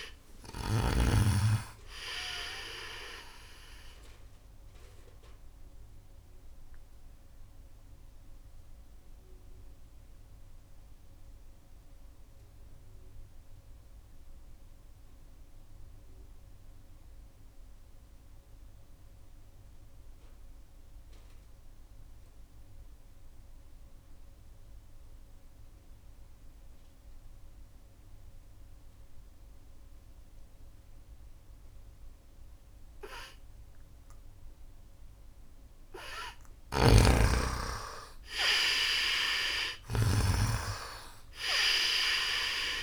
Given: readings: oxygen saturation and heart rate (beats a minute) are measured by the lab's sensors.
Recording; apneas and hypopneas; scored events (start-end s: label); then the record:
breathing in sleep by a room microphone; 1
0.00-18.50 s: oxygen desaturation (device-marked, oxygen 87% lowest, heart rate 67 extreme)
5.00-34.50 s: obstructive apnea (oxygen 98% before, 83% lowest, heart rate 75 before, 67 extreme, up 10 after)
35.50-42.83 s: oxygen desaturation (device-marked, oxygen 97% before, 83% lowest, heart rate 73 before, 70 extreme)
36.00-40.50 s: arousal
36.00-42.83 s: snoring (device-marked)
From the record:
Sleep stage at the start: N2 (light sleep); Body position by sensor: on the right side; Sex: male